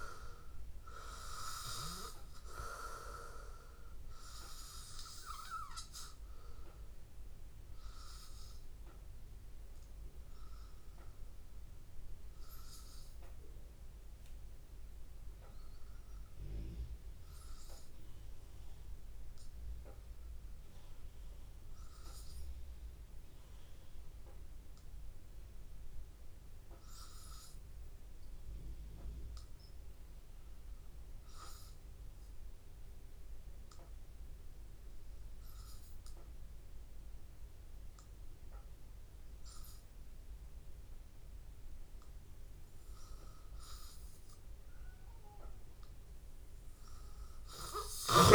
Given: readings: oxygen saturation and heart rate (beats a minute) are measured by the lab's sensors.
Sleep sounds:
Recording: breathing in sleep by a room microphone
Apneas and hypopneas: 1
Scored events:
0.00-4.00 s: arousal
0.00-17.50 s: oxygen desaturation (device-marked, oxygen 93% lowest, heart rate 81 extreme)
9.00-43.50 s: hypopnea (oxygen 98% before, 90% lowest, heart rate 83 before, 81 extreme, up 2 after)
37.50-48.35 s: oxygen desaturation (device-marked, oxygen 98% before, 90% lowest, heart rate 82 before, 81 extreme)
45.00-48.35 s: arousal
From the record:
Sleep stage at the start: N2 (light sleep)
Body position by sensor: on the back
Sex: male

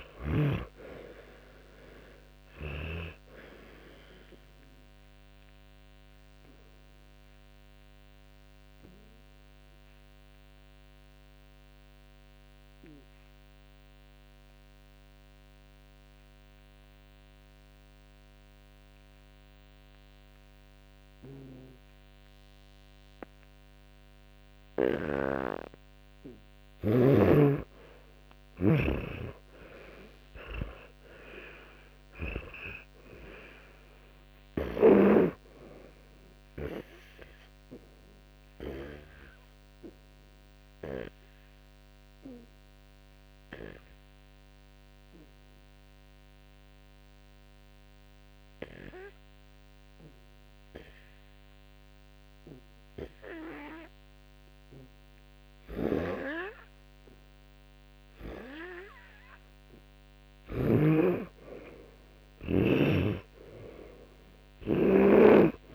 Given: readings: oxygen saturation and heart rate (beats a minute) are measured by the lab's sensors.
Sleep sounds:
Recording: breathing in sleep by a microphone on the trachea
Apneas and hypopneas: 2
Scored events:
0.00-25.00 s: oxygen desaturation (device-marked, oxygen 85% lowest, heart rate 54 extreme)
9.00-24.50 s: obstructive apnea (oxygen 97% before, 85% lowest, heart rate 72 before, 54 extreme, up 23 after)
26.00-30.50 s: arousal
26.50-32.50 s: snoring (device-marked)
36.00-57.50 s: hypopnea (oxygen 89% before, 89% lowest, heart rate 64 before, 56 extreme, up 19 after)
55.50-60.50 s: snoring (device-marked)
58.50-63.50 s: arousal
From the record:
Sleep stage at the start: N2 (light sleep)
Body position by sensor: on the back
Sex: male

